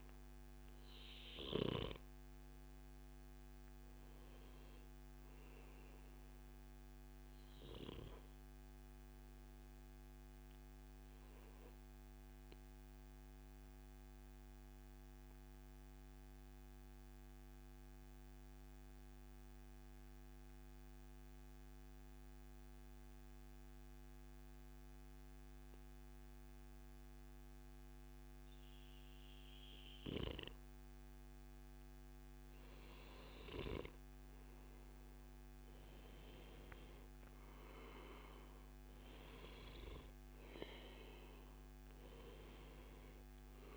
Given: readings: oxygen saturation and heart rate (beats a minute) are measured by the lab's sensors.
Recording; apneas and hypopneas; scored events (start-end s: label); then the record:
breathing in sleep by a microphone on the trachea; 1
0.00-13.50 s: oxygen desaturation (device-marked, oxygen 93% lowest, heart rate 102 extreme)
1.00-3.00 s: long interval between heartbeats (device-marked, heart rate 108 before, 106 extreme)
12.00-29.00 s: central apnea (oxygen 99% before, 94% lowest, heart rate 109 before, 102 extreme, up 13 after)
33.00-38.00 s: arousal
From the record:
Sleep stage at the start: N2 (light sleep); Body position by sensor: on the back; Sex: male